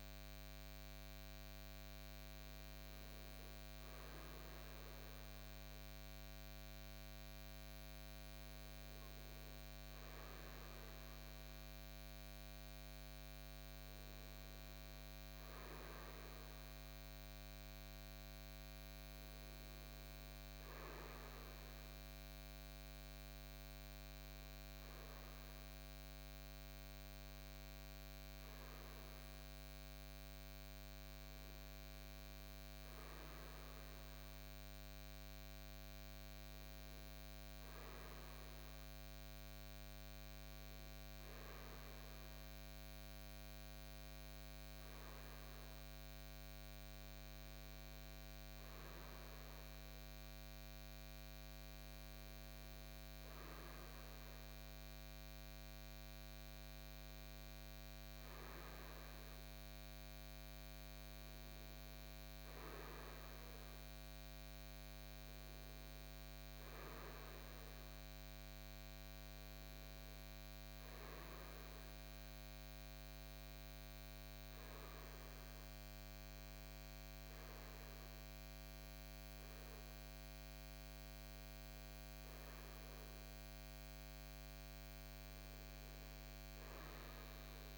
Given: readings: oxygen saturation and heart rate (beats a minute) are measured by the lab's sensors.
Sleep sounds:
breathing in sleep, hard to hear, by a microphone on the trachea; none
none scored
From the record:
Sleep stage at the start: REM sleep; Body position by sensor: on the front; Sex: male

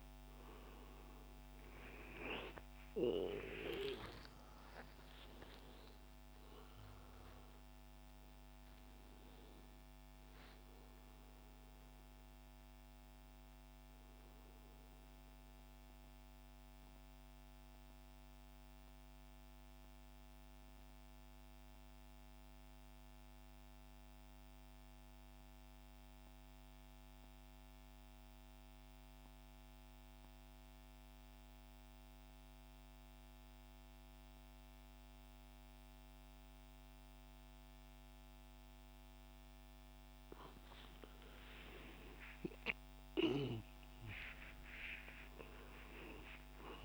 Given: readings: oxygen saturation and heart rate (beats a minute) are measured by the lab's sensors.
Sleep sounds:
breathing in sleep by a microphone on the trachea; 1
0.00-18.50 s: oxygen desaturation (device-marked, oxygen 83% lowest, heart rate 59 extreme)
14.00-40.00 s: central apnea (oxygen 92% before, 83% lowest, heart rate 88 before, 58 extreme, up 37 after)
42.50-46.84 s: arousal
45.50-46.84 s: oxygen desaturation (device-marked, oxygen 98% before, 94% lowest, heart rate 66 before, 55 extreme)
From the record:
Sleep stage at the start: N2 (light sleep); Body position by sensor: on the back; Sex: male

